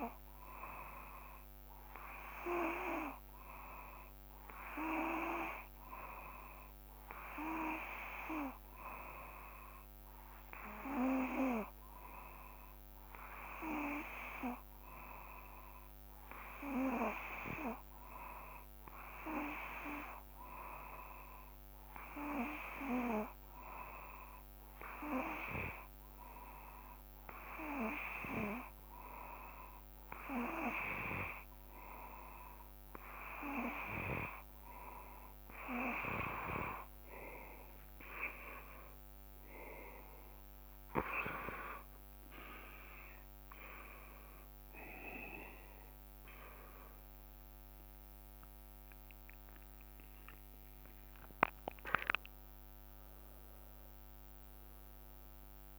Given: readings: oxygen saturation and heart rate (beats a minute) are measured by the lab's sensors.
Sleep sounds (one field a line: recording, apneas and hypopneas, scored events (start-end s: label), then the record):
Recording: breathing in sleep by a microphone on the trachea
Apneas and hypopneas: 1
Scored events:
5.50-7.50 s: long interval between heartbeats (device-marked, heart rate 57 before, 65 extreme)
10.50-12.50 s: long interval between heartbeats (device-marked, heart rate 59 before, 67 extreme)
13.50-31.00 s: hypopnea (oxygen 93% before, 91% lowest, heart rate 61 before, 57 extreme, up 22 after)
32.50-36.50 s: arousal
38.50-40.50 s: long interval between heartbeats (device-marked, heart rate 61 before, 79 extreme)
From the record:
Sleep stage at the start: N2 (light sleep)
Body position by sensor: on the back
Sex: male